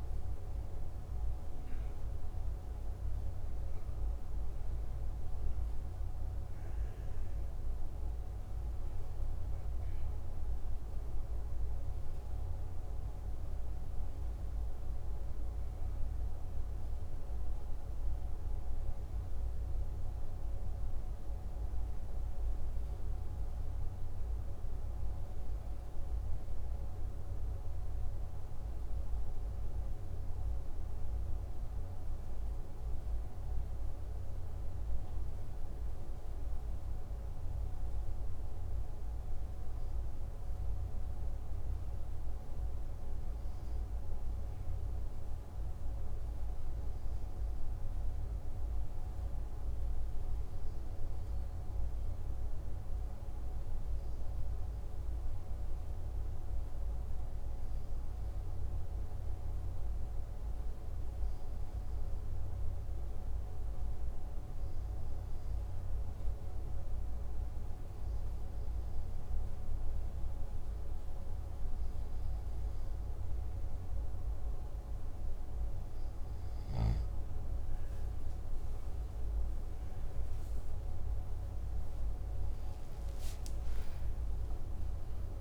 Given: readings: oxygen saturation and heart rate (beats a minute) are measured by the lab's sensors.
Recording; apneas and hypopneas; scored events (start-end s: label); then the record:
breathing in sleep, hard to hear, by a room microphone; 1
38.00-75.50 s: hypopnea (oxygen 98% before, 94% lowest, heart rate 54 before, 50 extreme, up 7 after)
78.50-85.41 s: new sleep stage, N1 (lightest sleep)
80.50-85.41 s: arousal
From the record:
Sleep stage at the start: N2 (light sleep); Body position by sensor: on the back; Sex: male